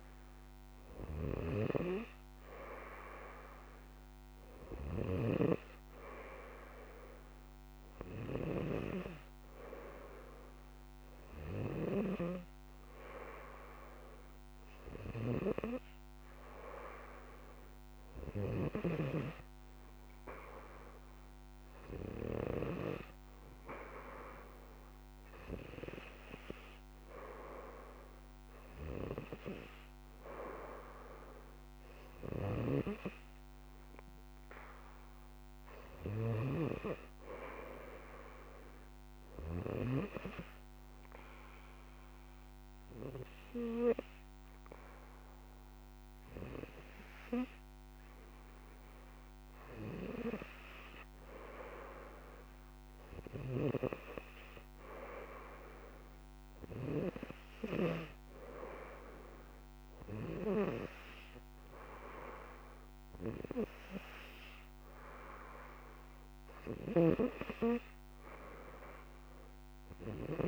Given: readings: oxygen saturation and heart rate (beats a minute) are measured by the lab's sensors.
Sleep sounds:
breathing in sleep by a microphone on the trachea; 1
34.50-37.50 s: arousal
40.00-52.50 s: hypopnea (oxygen 95% before, 93% lowest, heart rate 66 before, 64 extreme, up 0 after)
55.50-59.00 s: arousal
From the record:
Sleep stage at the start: N2 (light sleep); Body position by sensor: on the back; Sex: male

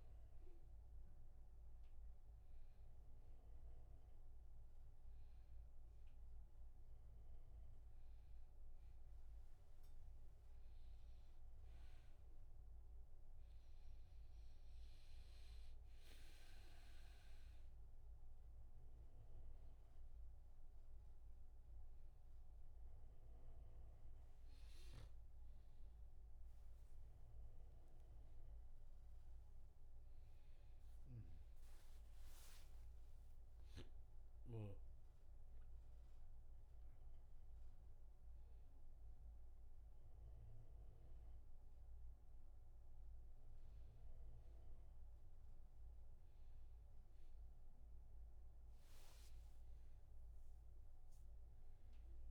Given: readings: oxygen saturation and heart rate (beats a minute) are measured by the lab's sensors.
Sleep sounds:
a person awake in a sleep study, hard to hear, by a room microphone; none
none scored
From the record:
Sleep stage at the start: awake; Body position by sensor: on the back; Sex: male

